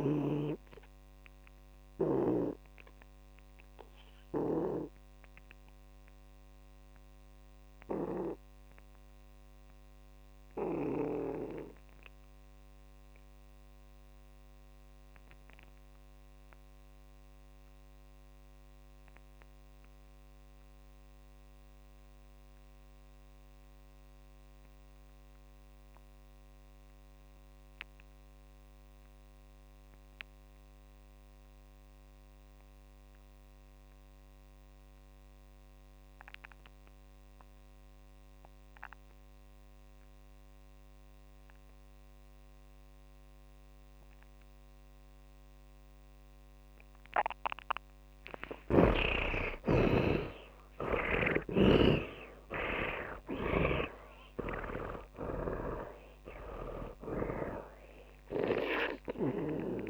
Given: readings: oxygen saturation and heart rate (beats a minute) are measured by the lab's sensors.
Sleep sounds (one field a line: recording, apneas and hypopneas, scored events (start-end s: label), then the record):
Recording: breathing in sleep by a microphone on the trachea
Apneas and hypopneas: 1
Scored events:
0.00-15.50 s: oxygen desaturation (device-marked, oxygen 82% lowest)
1.00-48.00 s: obstructive apnea (oxygen 100% before, 75% lowest)
27.50-59.90 s: oxygen desaturation (device-marked, oxygen 100% before, 75% lowest)
49.50-54.00 s: arousal
54.00-59.90 s: snoring (device-marked)
From the record:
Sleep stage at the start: N2 (light sleep)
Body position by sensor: on the back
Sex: male